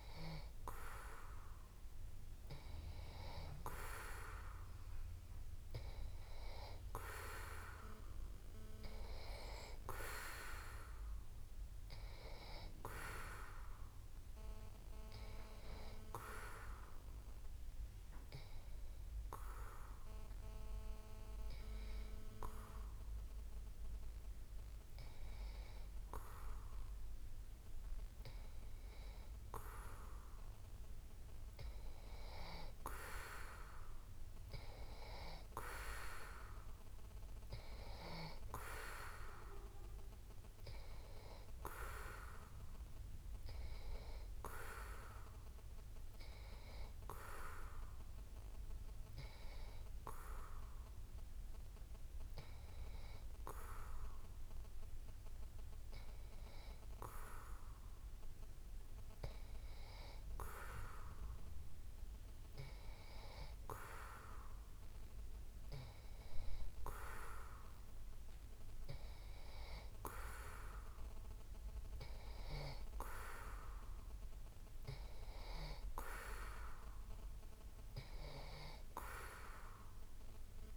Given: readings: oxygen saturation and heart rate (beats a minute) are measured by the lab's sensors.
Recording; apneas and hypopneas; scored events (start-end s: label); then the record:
breathing in sleep by a room microphone; none
none scored
From the record:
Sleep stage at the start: N2 (light sleep); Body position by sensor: on the back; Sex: male